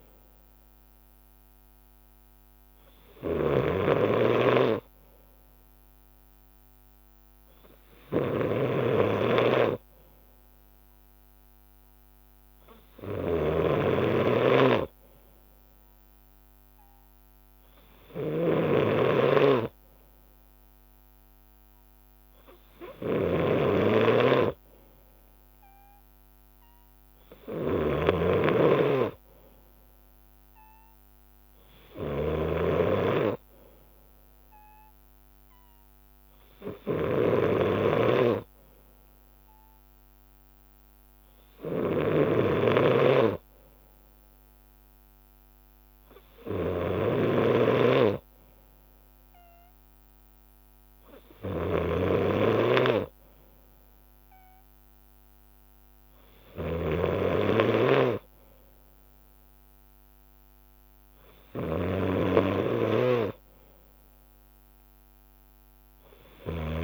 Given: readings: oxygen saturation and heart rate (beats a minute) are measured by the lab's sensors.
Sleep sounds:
breathing in sleep by a microphone on the trachea; none
0.00-19.00 s: snoring (device-marked)
27.50-32.50 s: snoring (device-marked)
34.50-43.00 s: leg movement (device-marked)
42.50-57.00 s: snoring (device-marked)
45.50-48.50 s: leg movement (device-marked)
48.50-55.00 s: leg movement (device-marked)
56.50-63.50 s: leg movement (device-marked)
From the record:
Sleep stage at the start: N2 (light sleep); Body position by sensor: on the left side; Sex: male

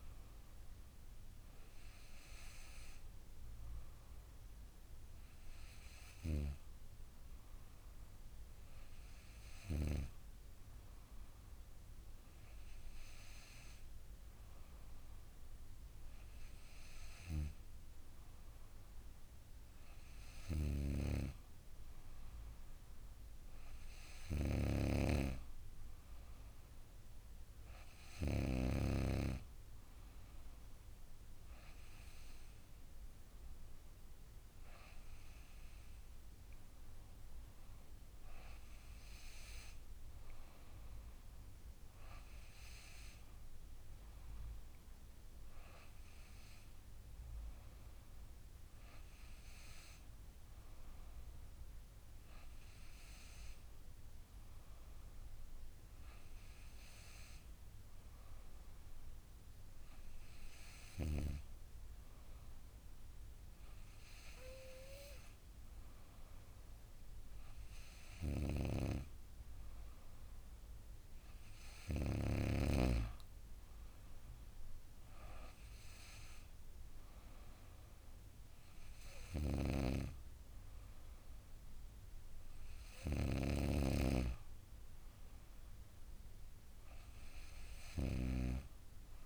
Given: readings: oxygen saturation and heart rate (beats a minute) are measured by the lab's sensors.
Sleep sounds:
breathing in sleep by a room microphone; none
none scored
From the record:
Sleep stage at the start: N2 (light sleep); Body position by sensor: on the back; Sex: female

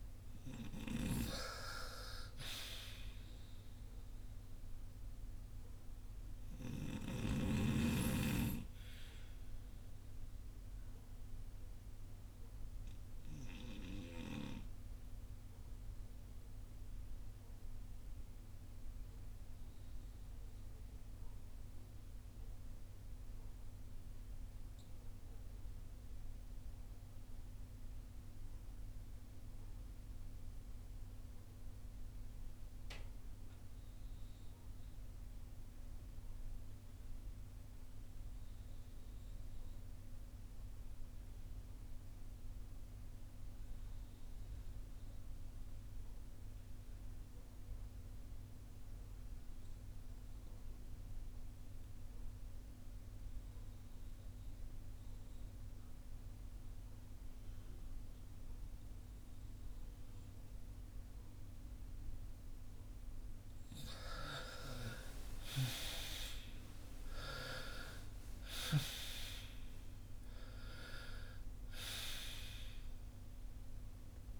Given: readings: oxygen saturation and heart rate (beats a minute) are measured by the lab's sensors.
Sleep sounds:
breathing in sleep by a room microphone; 1
0.00-33.00 s: oxygen desaturation (device-marked, oxygen 78% lowest, heart rate 45 extreme)
10.00-62.50 s: obstructive apnea (oxygen 94% before, 72% lowest, heart rate 59 before, 46 extreme, up 25 after)
42.00-74.40 s: oxygen desaturation (device-marked, oxygen 96% before, 72% lowest, heart rate 52 before, 46 extreme)
64.00-69.00 s: arousal
From the record:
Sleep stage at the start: REM sleep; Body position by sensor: on the front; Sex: male

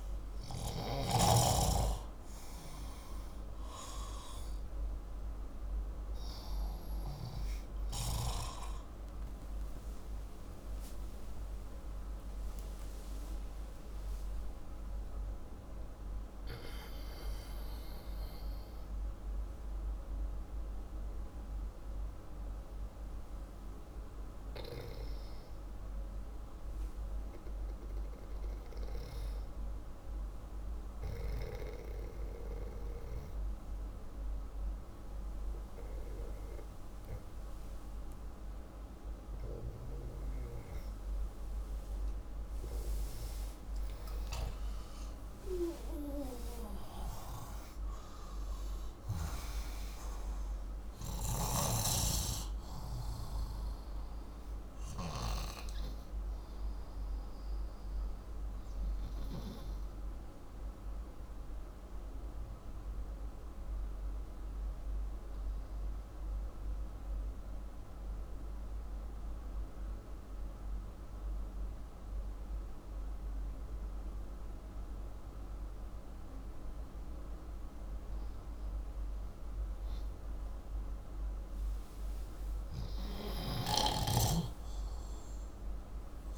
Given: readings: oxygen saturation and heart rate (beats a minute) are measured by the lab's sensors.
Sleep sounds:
breathing in sleep by a room microphone; 2
10.00-14.50 s: arousal
20.00-41.50 s: hypopnea (oxygen 92% before, 90% lowest, heart rate 148 before, 61 extreme, up 35 after)
43.00-46.50 s: arousal
61.50-81.50 s: obstructive apnea (oxygen 96% before, 88% lowest, heart rate 99 before, 56 extreme, up 5 after)
82.00-86.38 s: arousal
From the record:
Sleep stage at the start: N2 (light sleep); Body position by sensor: upright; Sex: male

